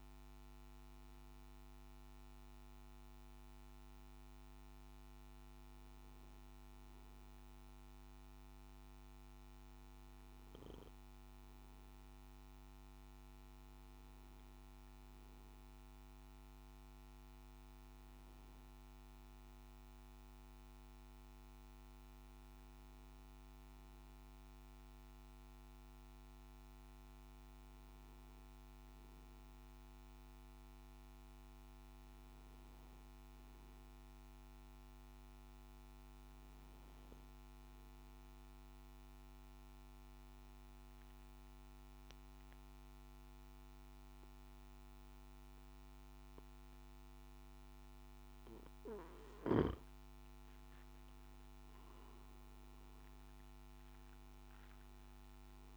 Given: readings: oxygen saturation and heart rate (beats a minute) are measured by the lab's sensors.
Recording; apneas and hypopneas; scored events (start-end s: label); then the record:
breathing in sleep, hard to hear, by a microphone on the trachea; 1
38.50-50.00 s: obstructive apnea (oxygen 97% before, 92% lowest, heart rate 55 before, 54 extreme, up 11 after)
From the record:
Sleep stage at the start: N3 (deep sleep); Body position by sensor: on the back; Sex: male